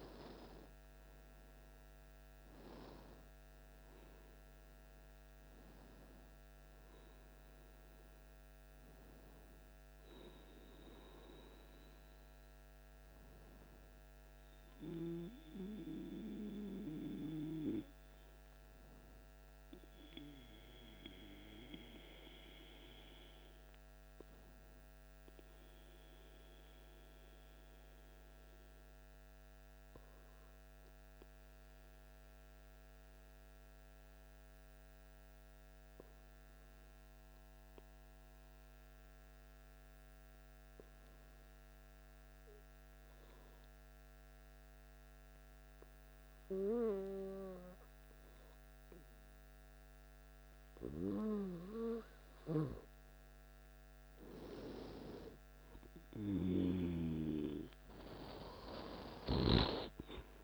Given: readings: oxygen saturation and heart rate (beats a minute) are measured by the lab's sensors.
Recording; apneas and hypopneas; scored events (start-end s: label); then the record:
breathing in sleep by a microphone on the trachea; 1
0.00-2.50 s: arousal
0.00-8.00 s: oxygen desaturation (device-marked, oxygen 94% lowest, heart rate 54 extreme)
21.50-51.50 s: obstructive apnea (oxygen 97% before, 93% lowest, heart rate 60 before, 53 extreme, up 5 after)
55.50-60.00 s: arousal
From the record:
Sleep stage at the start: N2 (light sleep); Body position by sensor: on the back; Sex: male